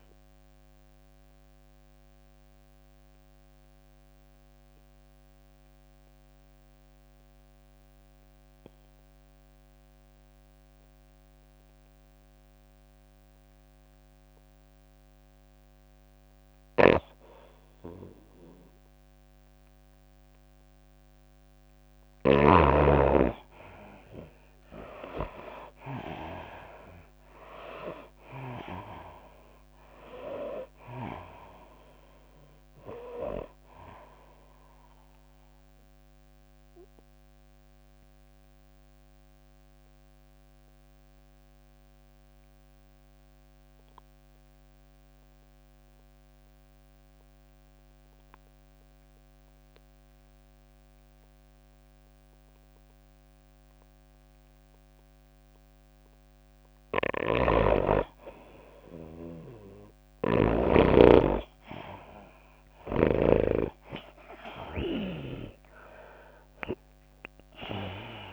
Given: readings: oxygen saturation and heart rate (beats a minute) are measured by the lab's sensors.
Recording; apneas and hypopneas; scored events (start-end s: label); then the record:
breathing in sleep by a microphone on the trachea; 2
0.00-6.00 s: drop in pulse transit time (device-marked, heart rate 103 extreme)
0.00-7.00 s: tachycardia (device-marked, heart rate 106 extreme)
0.00-11.00 s: oxygen desaturation (device-marked, oxygen 80% lowest, heart rate 98 extreme)
0.50-21.50 s: obstructive apnea (oxygen 98% before, 80% lowest, heart rate 101 before, 98 extreme, up 13 after)
17.00-23.00 s: snoring (device-marked)
19.00-41.00 s: tachycardia (device-marked, heart rate 103 before, 111 extreme)
23.00-25.00 s: long interval between heartbeats (device-marked, heart rate 100 before, 109 extreme)
23.50-27.50 s: arousal
24.00-43.00 s: oxygen desaturation (device-marked, oxygen 99% before, 83% lowest, heart rate 100 before, 97 extreme)
28.00-48.00 s: drop in pulse transit time (device-marked, heart rate 102 before, 98 extreme)
36.50-57.00 s: mixed apnea (oxygen 99% before, 83% lowest, heart rate 104 before, 97 extreme, up 3 after)
48.00-54.00 s: tachycardia (device-marked, heart rate 103 before, 108 extreme)
51.50-53.50 s: long interval between heartbeats (device-marked, heart rate 102 before, 107 extreme)
54.00-68.33 s: oxygen desaturation (device-marked, oxygen 98% before, 83% lowest, heart rate 102 before, 94 extreme)
57.50-61.00 s: snoring (device-marked)
60.00-65.00 s: arousal
61.00-68.33 s: tachycardia (device-marked, heart rate 103 before, 105 extreme)
From the record:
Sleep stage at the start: N2 (light sleep); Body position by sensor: on the right side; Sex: female